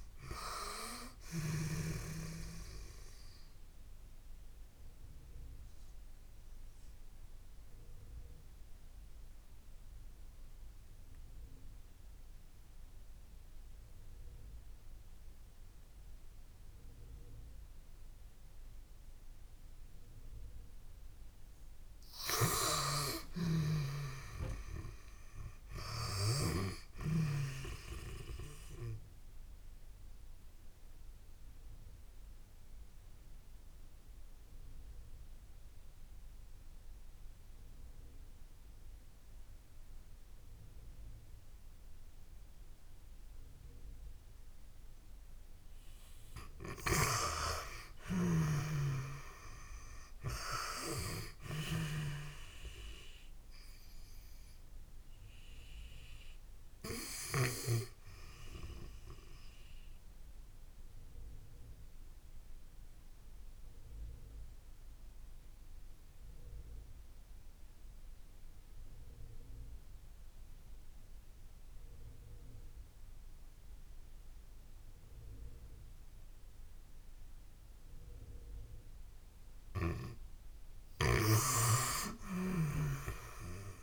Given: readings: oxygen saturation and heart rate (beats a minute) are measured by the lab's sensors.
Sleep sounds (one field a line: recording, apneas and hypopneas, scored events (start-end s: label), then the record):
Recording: breathing in sleep by a room microphone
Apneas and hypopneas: 3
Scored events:
0.00-26.50 s: oxygen desaturation (device-marked, oxygen 74% lowest)
3.00-21.00 s: obstructive apnea (oxygen 95% before, 74% lowest)
23.00-26.00 s: arousal
23.00-27.00 s: snoring (device-marked)
29.00-44.50 s: obstructive apnea (oxygen 98% before, 89% lowest)
41.50-50.50 s: oxygen desaturation (device-marked, oxygen 98% before, 89% lowest)
51.50-55.00 s: arousal
60.00-79.50 s: obstructive apnea (oxygen 98% before, 86% lowest)
65.50-79.50 s: oxygen desaturation (device-marked, oxygen 96% before, 89% lowest)
80.50-83.83 s: snoring (device-marked)
81.50-83.83 s: arousal
From the record:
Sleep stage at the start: N2 (light sleep)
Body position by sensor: on the back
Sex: female